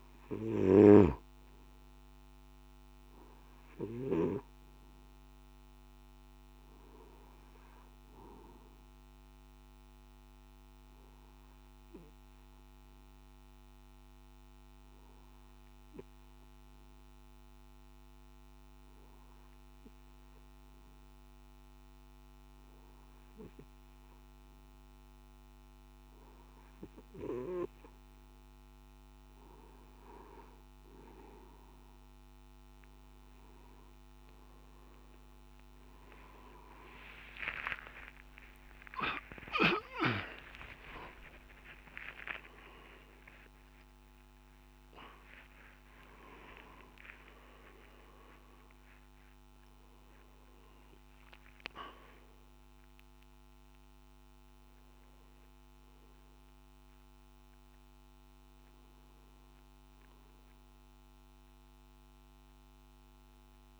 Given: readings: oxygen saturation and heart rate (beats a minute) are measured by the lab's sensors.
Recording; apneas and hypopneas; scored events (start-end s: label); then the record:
breathing in sleep by a microphone on the trachea; 1
0.00-1.00 s: snoring (device-marked)
10.00-24.50 s: hypopnea (oxygen 96% before, 93% lowest, heart rate 59 before, 57 extreme, up 7 after)
37.50-39.50 s: long interval between heartbeats (device-marked, heart rate 60 before, 78 extreme)
38.00-41.00 s: tachycardia (device-marked, heart rate 57 before, 89 extreme)
40.50-42.50 s: long interval between heartbeats (device-marked, heart rate 63 before, 89 extreme)
From the record:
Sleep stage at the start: N3 (deep sleep); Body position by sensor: on the back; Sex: male